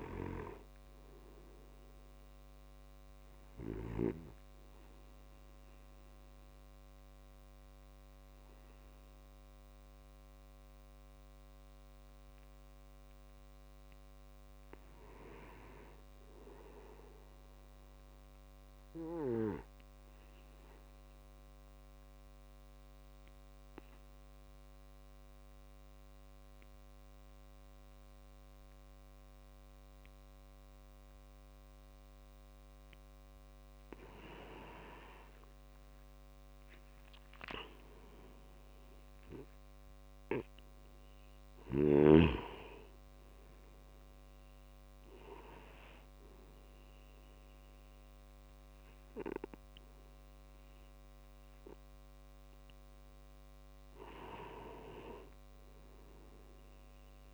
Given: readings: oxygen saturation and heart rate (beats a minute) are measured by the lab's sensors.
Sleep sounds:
breathing in sleep by a microphone on the trachea; 2
0.00-13.50 s: oxygen desaturation (device-marked, oxygen 92% lowest)
3.50-13.50 s: obstructive apnea (oxygen 97% before, 92% lowest)
15.50-18.50 s: arousal
21.00-33.50 s: obstructive apnea (oxygen 97% before, 93% lowest)
34.50-39.00 s: arousal
44.50-57.34 s: oxygen desaturation (device-marked, oxygen 96% before, 93% lowest)
From the record:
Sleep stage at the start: N2 (light sleep); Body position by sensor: on the back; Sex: male

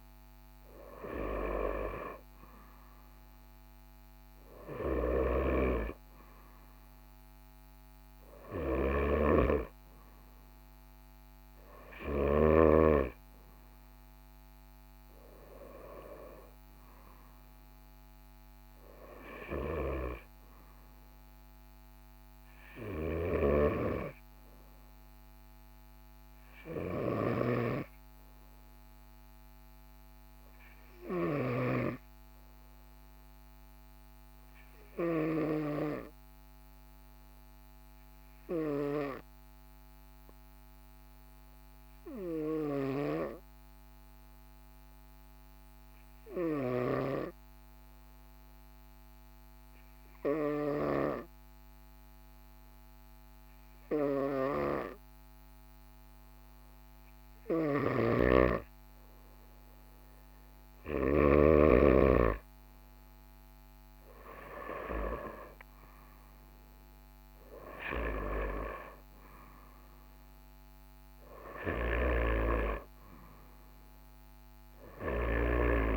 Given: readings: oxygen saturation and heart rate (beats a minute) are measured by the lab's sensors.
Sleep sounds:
breathing in sleep by a microphone on the trachea; 1
0.00-10.50 s: oxygen desaturation (device-marked, oxygen 94% lowest, heart rate 43 extreme)
9.00-12.50 s: snoring (device-marked)
23.00-35.50 s: snoring (device-marked)
32.00-62.00 s: obstructive apnea (oxygen 99% before, 94% lowest, heart rate 44 before, 43 extreme, up 3 after)
57.50-75.97 s: oxygen desaturation (device-marked, oxygen 98% before, 94% lowest, heart rate 43 before, 43 extreme)
58.00-61.50 s: snoring (device-marked)
64.50-68.50 s: arousal
From the record:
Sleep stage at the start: N2 (light sleep); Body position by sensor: on the right side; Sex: male

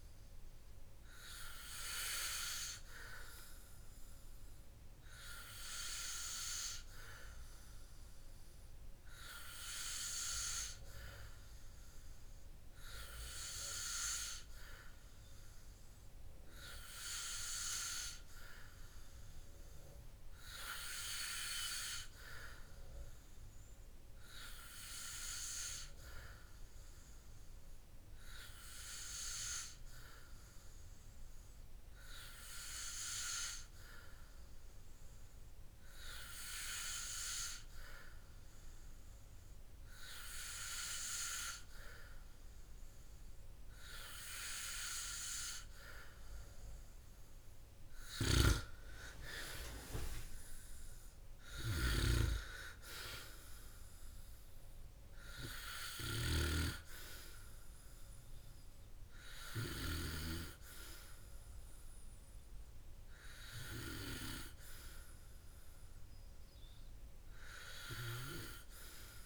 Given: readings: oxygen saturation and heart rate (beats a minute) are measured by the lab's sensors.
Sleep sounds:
breathing in sleep by a room microphone; none
none scored
From the record:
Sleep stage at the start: N2 (light sleep); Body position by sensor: on the back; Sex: male

